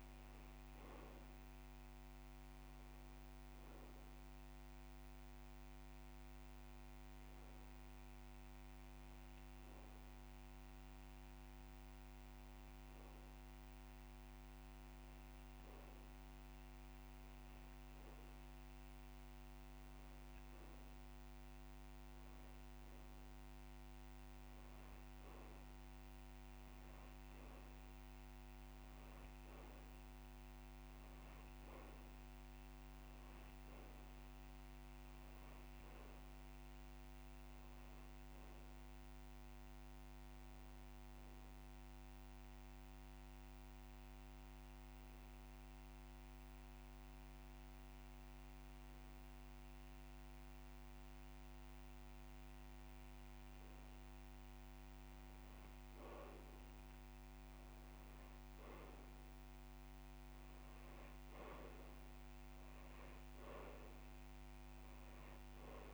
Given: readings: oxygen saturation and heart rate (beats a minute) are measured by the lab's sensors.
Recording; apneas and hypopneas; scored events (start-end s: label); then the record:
breathing in sleep, hard to hear, by a microphone on the trachea; 1
1.00-9.00 s: drop in pulse transit time (device-marked)
3.00-5.00 s: long interval between heartbeats (device-marked)
27.00-31.50 s: arousal
28.50-30.50 s: long interval between heartbeats (device-marked)
37.00-39.00 s: long interval between heartbeats (device-marked)
41.50-53.50 s: hypopnea (oxygen 97% before, 94% lowest)
51.50-53.50 s: long interval between heartbeats (device-marked)
57.00-59.00 s: long interval between heartbeats (device-marked)
58.00-61.50 s: arousal
64.00-65.94 s: oxygen desaturation (device-marked, oxygen 97% before, 94% lowest)
From the record:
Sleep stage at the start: N2 (light sleep); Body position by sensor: on the back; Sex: male